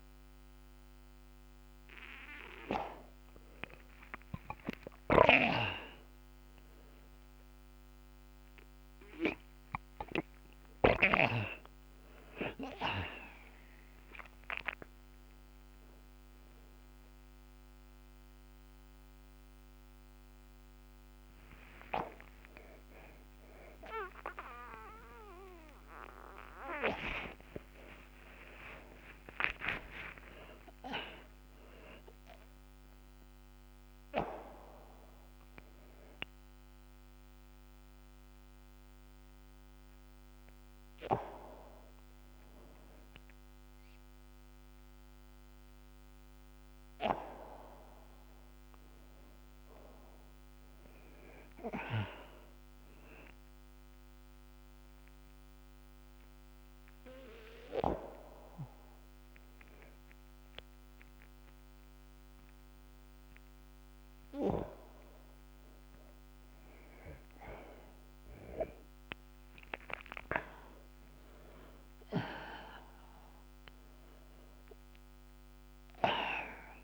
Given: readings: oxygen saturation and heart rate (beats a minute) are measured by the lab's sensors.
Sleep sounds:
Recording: breathing in sleep by a microphone on the trachea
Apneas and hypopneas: 1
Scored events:
0.00-13.50 s: oxygen desaturation (device-marked, oxygen 90% lowest)
21.50-26.50 s: arousal
28.50-33.50 s: oxygen desaturation (device-marked, oxygen 92% before, 88% lowest)
48.00-52.50 s: arousal
55.00-66.00 s: hypopnea (oxygen 91% before, 86% lowest)
58.50-72.50 s: oxygen desaturation (device-marked, oxygen 91% before, 86% lowest)
71.00-75.00 s: arousal
From the record:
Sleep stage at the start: N2 (light sleep)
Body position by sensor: on the back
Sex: male

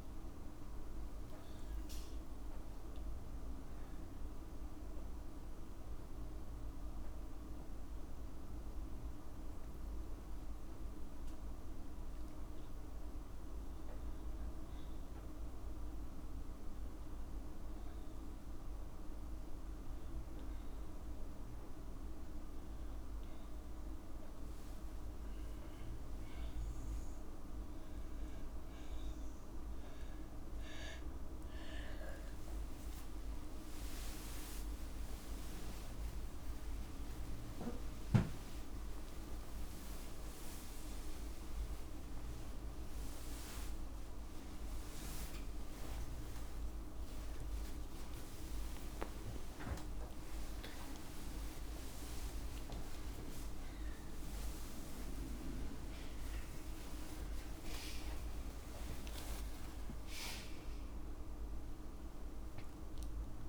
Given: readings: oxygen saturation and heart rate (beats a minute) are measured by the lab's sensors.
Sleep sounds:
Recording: a person partly awake in a sleep study, hard to hear, by a room microphone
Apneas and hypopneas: 1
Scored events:
9.50-12.50 s: arousal
15.00-28.00 s: obstructive apnea (oxygen 98% before, 95% lowest, heart rate 59 before, 56 extreme, up 20 after)
35.00-37.00 s: long interval between heartbeats (device-marked, heart rate 58 before, 76 extreme)
35.00-40.00 s: tachycardia (device-marked, heart rate 61 before, 128 extreme)
36.00-63.49 s: new sleep stage, awake
38.00-40.00 s: long interval between heartbeats (device-marked, heart rate 62 before, 121 extreme)
45.00-47.00 s: long interval between heartbeats (device-marked, heart rate 81 before, 71 extreme)
46.00-49.00 s: tachycardia (device-marked, heart rate 62 before, 97 extreme)
48.50-50.50 s: long interval between heartbeats (device-marked, heart rate 84 before, 97 extreme)
56.50-58.50 s: long interval between heartbeats (device-marked, heart rate 99 before, 76 extreme)
58.50-60.50 s: long interval between heartbeats (device-marked, heart rate 97 before, 93 extreme)
From the record:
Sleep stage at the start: N2 (light sleep)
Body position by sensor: on the back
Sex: female

